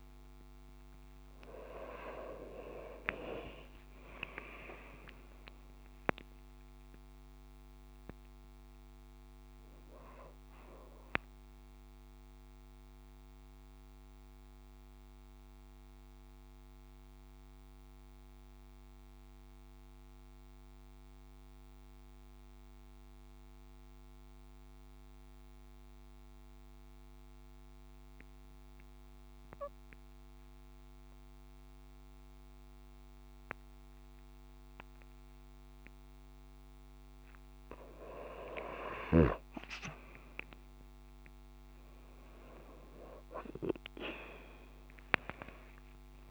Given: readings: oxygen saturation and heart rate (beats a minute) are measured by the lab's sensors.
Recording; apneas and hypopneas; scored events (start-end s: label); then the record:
breathing in sleep by a microphone on the trachea; 1
11.50-36.00 s: mixed apnea (oxygen 96% before, 92% lowest)
37.00-42.00 s: arousal
From the record:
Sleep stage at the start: N2 (light sleep); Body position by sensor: on the right side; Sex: female